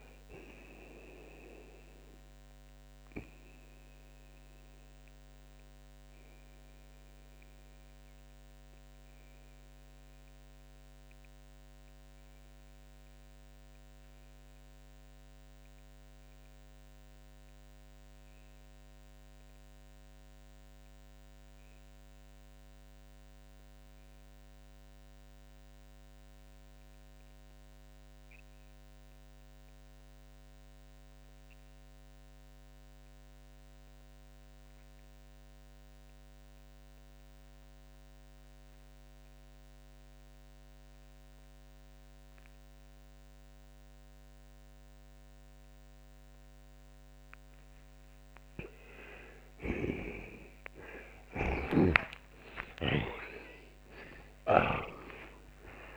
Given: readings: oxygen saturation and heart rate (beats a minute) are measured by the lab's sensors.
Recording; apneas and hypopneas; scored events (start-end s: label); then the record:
breathing in sleep by a microphone on the trachea; 1
0.50-19.50 s: oxygen desaturation (device-marked, oxygen 83% before, 76% lowest)
3.50-47.50 s: mixed apnea (oxygen 85% before, 71% lowest)
26.50-32.50 s: oxygen desaturation (device-marked, oxygen 93% before, 88% lowest)
38.50-42.50 s: oxygen desaturation (device-marked, oxygen 89% before, 82% lowest)
51.00-54.50 s: snoring (device-marked)
52.00-55.97 s: arousal
From the record:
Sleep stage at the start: REM sleep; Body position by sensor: on the back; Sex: male